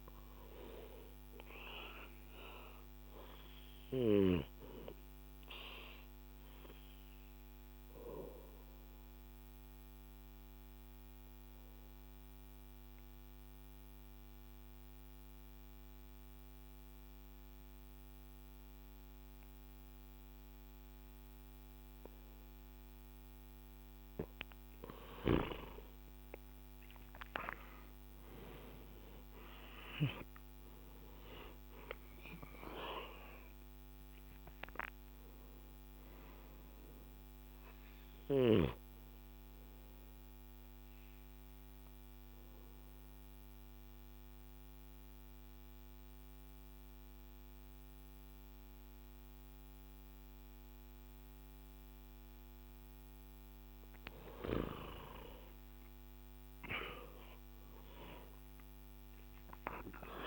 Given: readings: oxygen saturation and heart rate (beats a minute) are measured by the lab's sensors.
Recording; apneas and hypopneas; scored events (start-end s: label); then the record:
breathing in sleep by a microphone on the trachea; 2
0.00-2.00 s: arousal
0.00-4.50 s: oxygen desaturation (device-marked, oxygen 88% lowest, heart rate 61 extreme)
6.50-23.50 s: obstructive apnea (oxygen 98% before, 89% lowest, heart rate 66 before, 56 extreme, up 17 after)
22.50-55.50 s: oxygen desaturation (device-marked, oxygen 97% before, 89% lowest, heart rate 63 before, 56 extreme)
25.50-31.00 s: arousal
39.00-51.50 s: obstructive apnea (oxygen 97% before, 89% lowest, heart rate 72 before, 56 extreme, up 17 after)
54.50-59.00 s: arousal
From the record:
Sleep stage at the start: N2 (light sleep); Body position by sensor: on the back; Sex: male